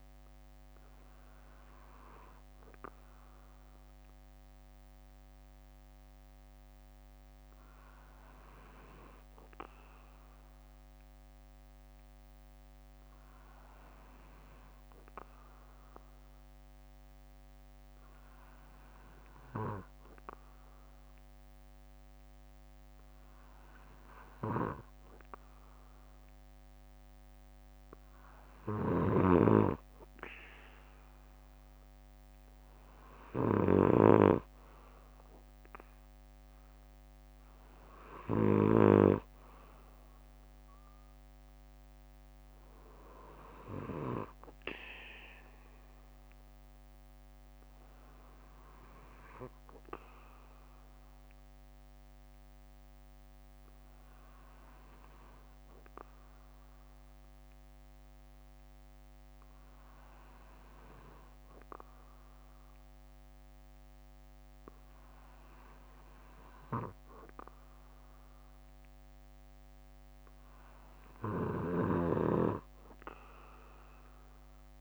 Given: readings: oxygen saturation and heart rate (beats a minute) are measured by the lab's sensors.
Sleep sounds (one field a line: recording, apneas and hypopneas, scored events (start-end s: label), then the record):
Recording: breathing in sleep by a microphone on the trachea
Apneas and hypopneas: 2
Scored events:
0.00-6.50 s: bradycardia (device-marked, heart rate 47 extreme)
2.00-23.50 s: hypopnea (oxygen 95% before, 94% lowest, heart rate 61 before, 50 extreme, up 4 after)
8.50-10.50 s: bradycardia (device-marked, heart rate 60 before, 59 extreme)
13.50-28.50 s: bradycardia (device-marked, heart rate 60 before, 55 extreme)
27.00-29.50 s: arousal
41.50-43.50 s: bradycardia (device-marked, heart rate 60 before, 59 extreme)
44.50-46.50 s: bradycardia (device-marked, heart rate 60 before, 59 extreme)
49.00-64.50 s: hypopnea (oxygen 97% before, 94% lowest, heart rate 60 before, 54 extreme, up 2 after)
50.50-56.50 s: bradycardia (device-marked, heart rate 60 before, 59 extreme)
57.50-74.81 s: bradycardia (device-marked, heart rate 60 before, 54 extreme)
67.50-71.50 s: arousal
From the record:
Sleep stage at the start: N2 (light sleep)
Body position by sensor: on the back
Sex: male